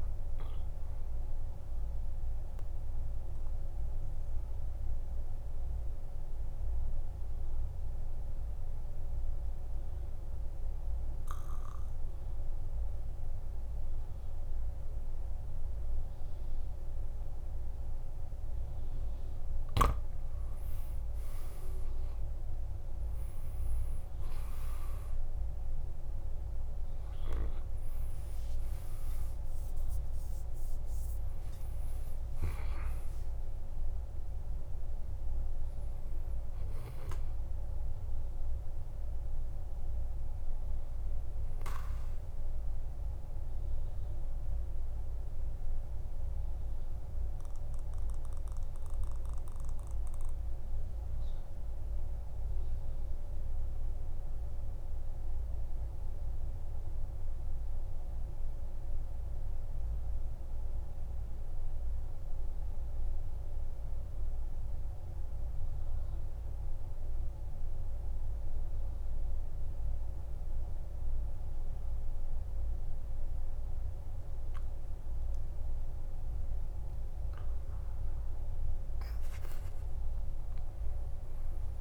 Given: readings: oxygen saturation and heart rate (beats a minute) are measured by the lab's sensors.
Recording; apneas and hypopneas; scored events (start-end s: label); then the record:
breathing in sleep, hard to hear, by a room microphone; 2
0.00-13.50 s: oxygen desaturation (device-marked, oxygen 82% lowest, heart rate 52 extreme)
2.00-19.00 s: obstructive apnea (oxygen 98% before, 82% lowest, heart rate 76 before, 50 extreme, up 12 after)
23.00-28.50 s: arousal
27.50-52.50 s: oxygen desaturation (device-marked, oxygen 99% before, 93% lowest, heart rate 57 before, 50 extreme)
29.00-31.00 s: long interval between heartbeats (device-marked, heart rate 58 before, 72 extreme)
44.00-76.50 s: mixed apnea (oxygen 99% before, 85% lowest, heart rate 63 before, 50 extreme, up 23 after)
67.50-81.81 s: oxygen desaturation (device-marked, oxygen 98% before, 85% lowest, heart rate 52 before, 54 extreme)
76.50-81.81 s: new sleep stage, N1 (lightest sleep)
78.00-81.81 s: arousal
From the record:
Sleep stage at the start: N2 (light sleep); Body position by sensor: on the back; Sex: male